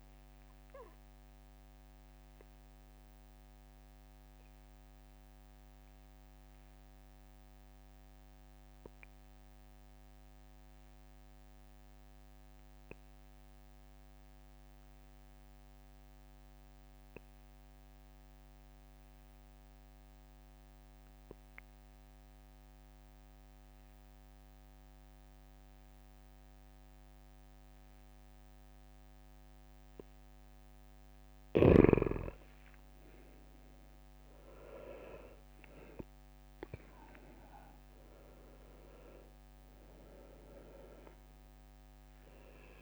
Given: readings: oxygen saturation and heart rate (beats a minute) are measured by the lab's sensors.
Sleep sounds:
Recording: breathing in sleep by a microphone on the trachea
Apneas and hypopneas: 1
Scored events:
0.00-1.00 s: oxygen desaturation (device-marked, oxygen 93% lowest, heart rate 63 extreme)
1.00-31.00 s: obstructive apnea (oxygen 97% before, 89% lowest, heart rate 68 before, 63 extreme, up 10 after)
33.00-37.00 s: arousal
34.00-42.82 s: oxygen desaturation (device-marked, oxygen 96% before, 90% lowest, heart rate 65 before, 64 extreme)
From the record:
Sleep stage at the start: N2 (light sleep)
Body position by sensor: on the right side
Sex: male

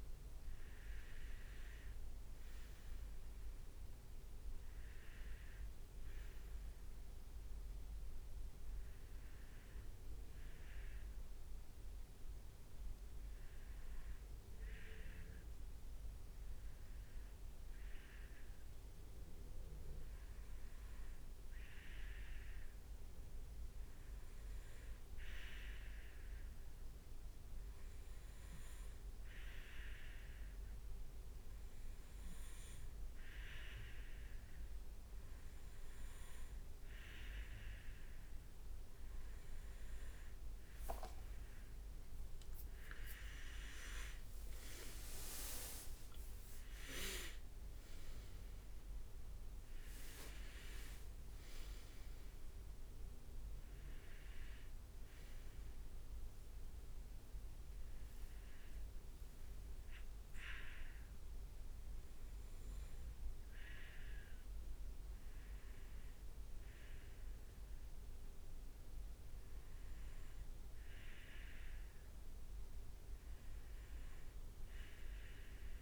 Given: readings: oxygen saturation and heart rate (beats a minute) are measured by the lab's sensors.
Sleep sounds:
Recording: breathing in sleep by a room microphone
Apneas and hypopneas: 1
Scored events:
0.00-3.00 s: arousal
7.00-32.50 s: hypopnea (oxygen 98% before, 95% lowest, heart rate 69 before, 61 extreme, up 1 after)
40.00-41.50 s: leg movement (device-marked)
41.00-46.00 s: arousal
43.50-48.50 s: leg movement (device-marked)
From the record:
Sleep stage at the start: N2 (light sleep)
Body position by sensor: on the right side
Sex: male

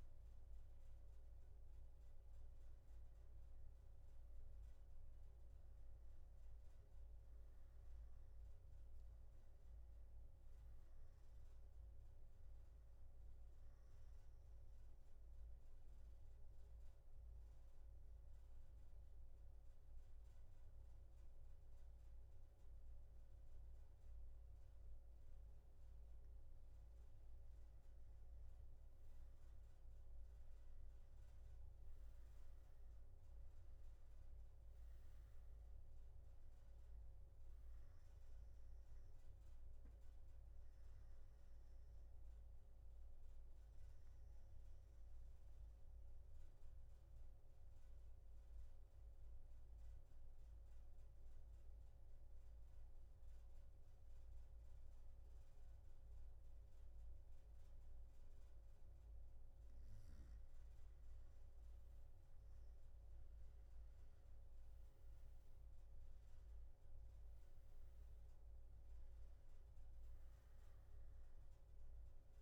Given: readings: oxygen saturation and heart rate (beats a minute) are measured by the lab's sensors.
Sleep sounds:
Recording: breathing in sleep, hard to hear, by a room microphone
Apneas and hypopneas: 2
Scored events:
14.50-26.50 s: central apnea (oxygen 97% before, 92% lowest, heart rate 121 before, 119 extreme, up 4 after)
45.50-58.50 s: central apnea (oxygen 96% before, 92% lowest, heart rate 126 before, 118 extreme, up 12 after)
70.00-72.42 s: oxygen desaturation (device-marked, oxygen 96% before, 92% lowest, heart rate 122 before, 79 extreme)
From the record:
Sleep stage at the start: N2 (light sleep)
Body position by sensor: on the back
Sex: male

